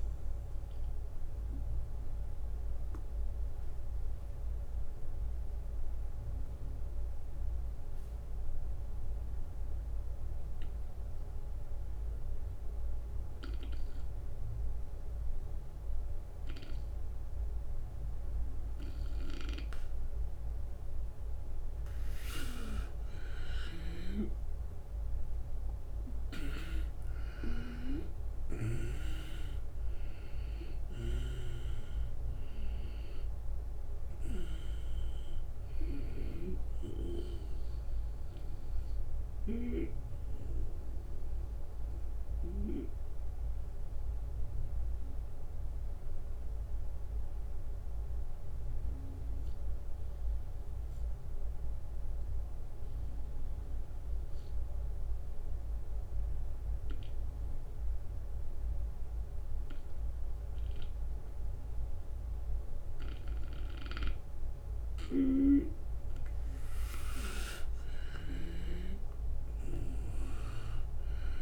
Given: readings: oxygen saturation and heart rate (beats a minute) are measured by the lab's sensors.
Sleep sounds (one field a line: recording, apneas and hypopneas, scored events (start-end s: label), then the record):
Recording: breathing in sleep by a room microphone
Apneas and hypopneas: 2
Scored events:
0.00-5.50 s: oxygen desaturation (device-marked, oxygen 92% lowest, heart rate 76 extreme)
1.00-21.50 s: obstructive apnea (oxygen 96% before, 91% lowest, heart rate 82 before, 75 extreme, up 8 after)
13.00-23.50 s: snoring (device-marked)
18.50-33.50 s: oxygen desaturation (device-marked, oxygen 96% before, 91% lowest, heart rate 77 before, 75 extreme)
23.00-28.00 s: arousal
26.50-39.50 s: drop in pulse transit time (device-marked, heart rate 78 before, 80 extreme)
45.00-63.00 s: obstructive apnea (oxygen 95% before, 91% lowest, heart rate 81 before, 75 extreme, up 4 after)
62.50-68.00 s: snoring (device-marked)
67.50-71.42 s: arousal
From the record:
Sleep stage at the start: N2 (light sleep)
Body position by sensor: on the right side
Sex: male